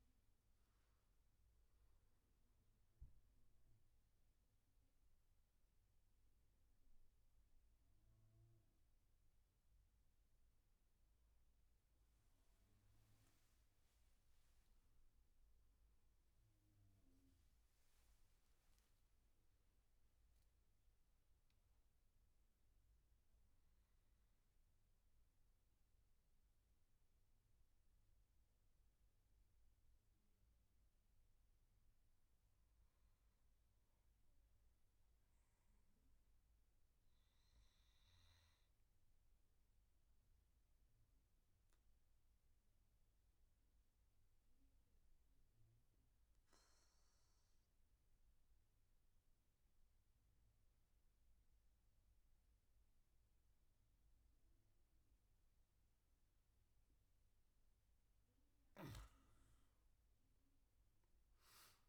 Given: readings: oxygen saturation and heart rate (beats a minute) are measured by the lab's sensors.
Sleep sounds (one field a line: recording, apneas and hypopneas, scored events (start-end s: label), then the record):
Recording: breathing in sleep, hard to hear, by a room microphone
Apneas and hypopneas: 1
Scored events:
0.00-18.50 s: oxygen desaturation (device-marked, oxygen 90% lowest, heart rate 65 extreme)
22.50-57.00 s: obstructive apnea (oxygen 99% before, 89% lowest, heart rate 74 before, 67 extreme, up 16 after)
36.00-38.00 s: long interval between heartbeats (device-marked, heart rate 76 before, 75 extreme)
51.50-61.89 s: oxygen desaturation (device-marked, oxygen 97% before, 89% lowest, heart rate 74 before, 67 extreme)
58.50-61.89 s: arousal
From the record:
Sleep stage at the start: N2 (light sleep)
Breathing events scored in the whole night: 223 in 5.4 hours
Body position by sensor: on the back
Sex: male